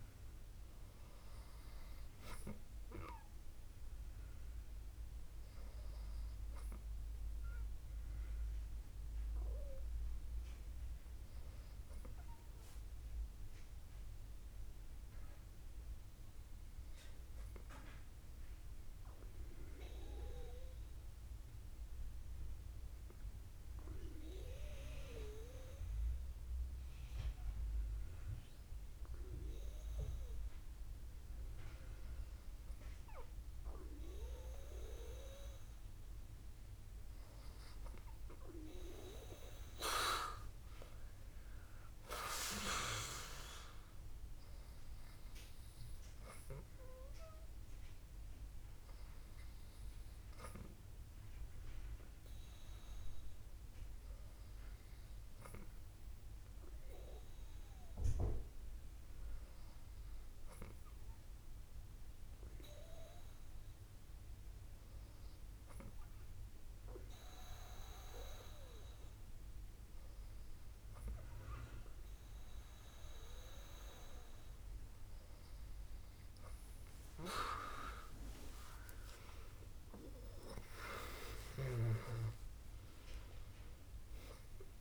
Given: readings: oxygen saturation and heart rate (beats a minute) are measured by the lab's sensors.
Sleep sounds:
breathing in sleep by a room microphone; 1
19.00-32.50 s: obstructive apnea (oxygen 99% before, 97% lowest, heart rate 66 before, 58 extreme, up 1 after)
35.50-38.50 s: arousal
77.00-81.50 s: arousal
From the record:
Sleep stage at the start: N2 (light sleep); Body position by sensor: on the back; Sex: female

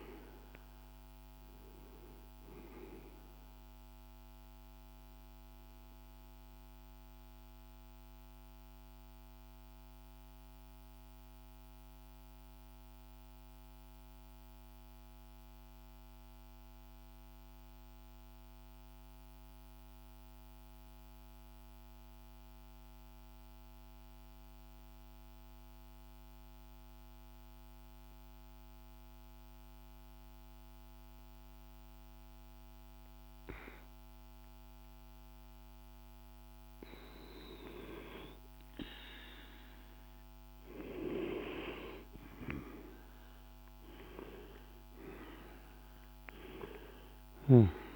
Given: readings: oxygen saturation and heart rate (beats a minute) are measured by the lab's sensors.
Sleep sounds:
breathing in sleep by a microphone on the trachea; 1
0.00-17.00 s: oxygen desaturation (device-marked, oxygen 88% lowest, heart rate 48 extreme)
2.50-41.50 s: mixed apnea (oxygen 98% before, 88% lowest, heart rate 60 before, 48 extreme, up 47 after)
29.00-47.96 s: oxygen desaturation (device-marked, oxygen 100% before, 88% lowest, heart rate 49 before, 47 extreme)
44.00-47.96 s: arousal
46.00-47.96 s: snoring (device-marked)
From the record:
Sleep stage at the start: N2 (light sleep); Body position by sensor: on the back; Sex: male

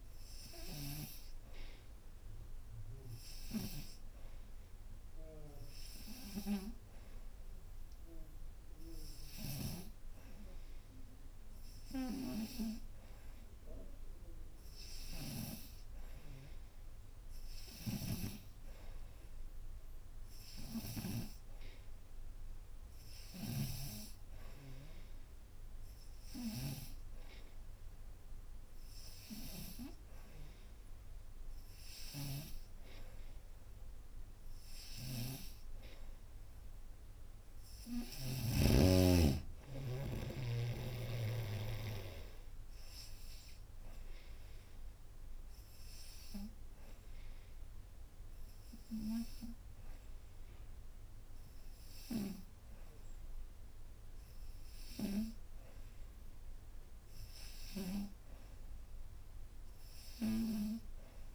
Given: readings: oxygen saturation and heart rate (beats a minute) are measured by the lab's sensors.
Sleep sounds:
breathing in sleep by a room microphone; 1
17.50-23.50 s: snoring (device-marked)
44.00-56.50 s: hypopnea (oxygen 93% before, 91% lowest)
58.50-61.34 s: arousal
60.00-61.34 s: oxygen desaturation (device-marked, oxygen 97% before, 92% lowest, heart rate 44 before, 55 extreme)
From the record:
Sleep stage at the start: N2 (light sleep); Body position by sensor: upright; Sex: female

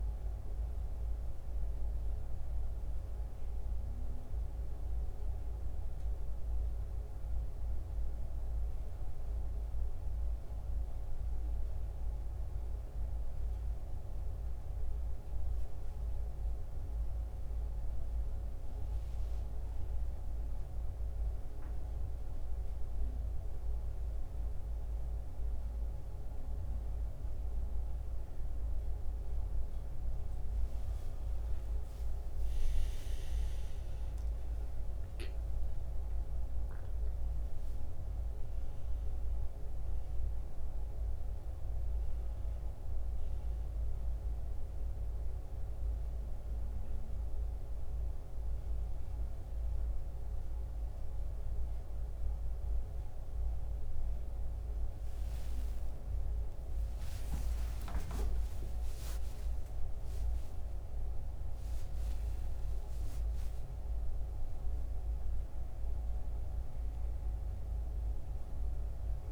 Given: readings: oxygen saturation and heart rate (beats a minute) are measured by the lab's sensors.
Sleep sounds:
a person awake in a sleep study, hard to hear, by a room microphone; none
0.00-24.50 s: oxygen desaturation (device-marked, oxygen 87% lowest, heart rate 64 extreme)
28.50-69.32 s: new sleep stage, awake
From the record:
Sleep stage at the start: N1 (lightest sleep); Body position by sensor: on the back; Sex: male

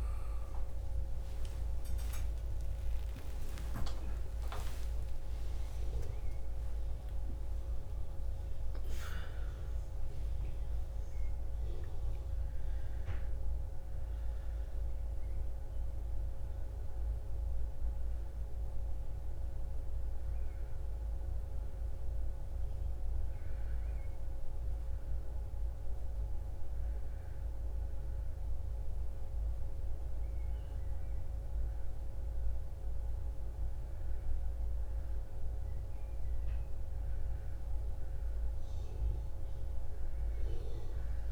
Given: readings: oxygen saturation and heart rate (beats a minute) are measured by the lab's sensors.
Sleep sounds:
breathing in sleep, hard to hear, by a room microphone; none
0.00-7.50 s: arousal
From the record:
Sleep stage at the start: N1 (lightest sleep); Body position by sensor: on the back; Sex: female

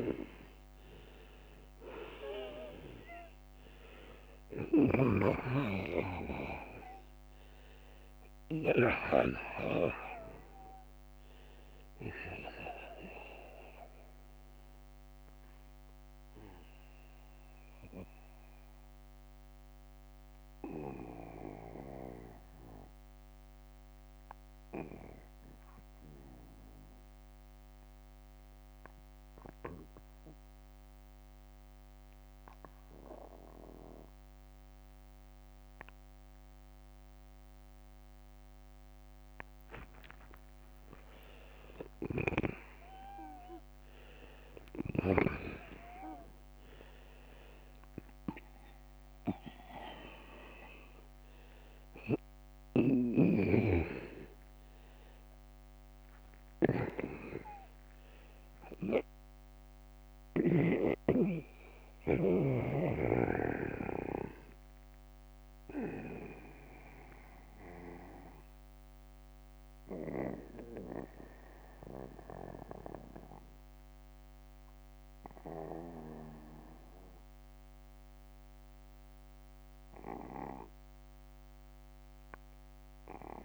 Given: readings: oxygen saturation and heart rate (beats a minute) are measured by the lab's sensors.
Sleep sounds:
breathing in sleep by a microphone on the trachea; 1
0.00-3.50 s: arousal
7.00-37.00 s: oxygen desaturation (device-marked, oxygen 94% before, 82% lowest, heart rate 56 before, 45 extreme)
11.50-39.50 s: obstructive apnea (oxygen 96% before, 82% lowest, heart rate 60 before, 45 extreme, up 13 after)
18.50-20.50 s: long interval between heartbeats (device-marked, heart rate 60 before, 53 extreme)
42.00-48.00 s: arousal
51.00-59.00 s: oxygen desaturation (device-marked, oxygen 96% before, 93% lowest, heart rate 55 before, 45 extreme)
70.00-83.45 s: oxygen desaturation (device-marked, oxygen 94% before, 87% lowest, heart rate 57 before, 45 extreme)
From the record:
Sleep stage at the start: N2 (light sleep); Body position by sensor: on the back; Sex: male

